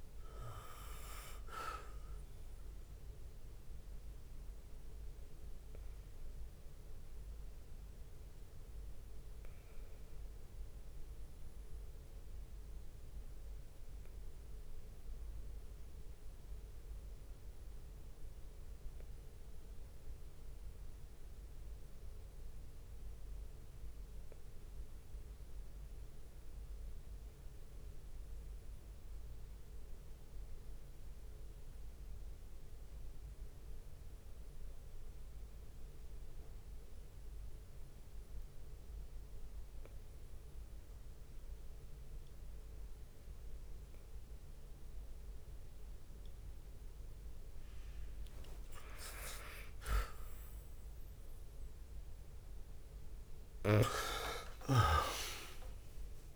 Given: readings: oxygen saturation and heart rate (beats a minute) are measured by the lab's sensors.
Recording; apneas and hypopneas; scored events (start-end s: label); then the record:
breathing in sleep by a room microphone; 1
0.00-13.00 s: bradycardia (device-marked)
0.00-20.00 s: oxygen desaturation (device-marked, oxygen 89% lowest)
7.00-46.50 s: obstructive apnea (oxygen 97% before, 88% lowest)
40.00-56.36 s: oxygen desaturation (device-marked, oxygen 98% before, 88% lowest)
48.00-49.50 s: leg movement (device-marked)
49.50-55.50 s: arousal
50.00-56.36 s: bradycardia (device-marked)
53.50-56.36 s: leg movement (device-marked)
From the record:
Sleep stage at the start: N2 (light sleep); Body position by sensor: on the back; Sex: male